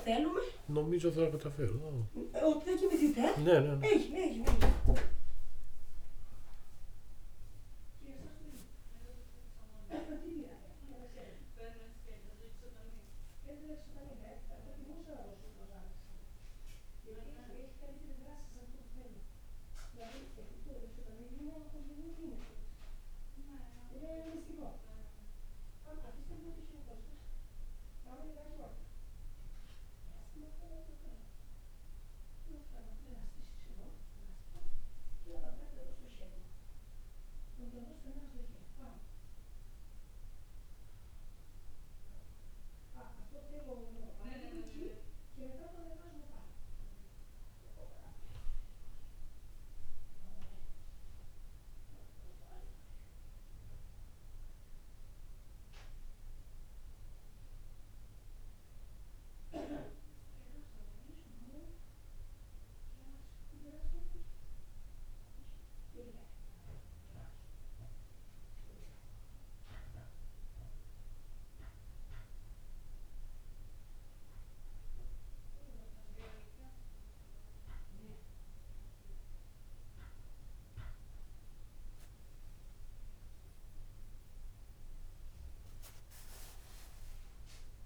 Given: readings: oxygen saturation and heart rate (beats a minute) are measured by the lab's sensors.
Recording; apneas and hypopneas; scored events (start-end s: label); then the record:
a person awake in a sleep study, by a room microphone; none
0.00-4.00 s: snoring (device-marked)
From the record:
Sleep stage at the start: awake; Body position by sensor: on the back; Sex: male